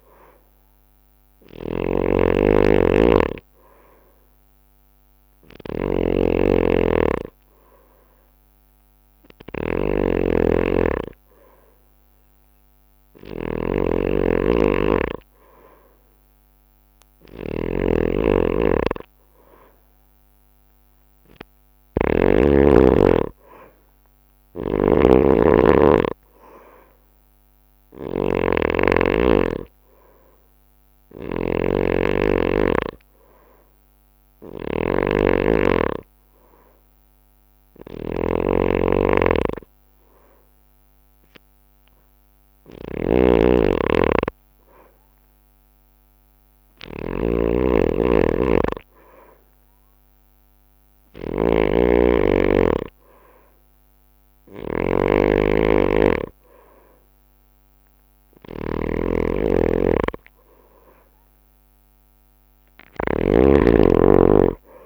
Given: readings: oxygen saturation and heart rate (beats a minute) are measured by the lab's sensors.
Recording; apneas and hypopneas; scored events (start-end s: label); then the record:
breathing in sleep by a microphone on the trachea; none
0.00-22.50 s: snoring (device-marked)
24.50-64.86 s: snoring (device-marked)
From the record:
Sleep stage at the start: N2 (light sleep); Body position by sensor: on the right side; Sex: male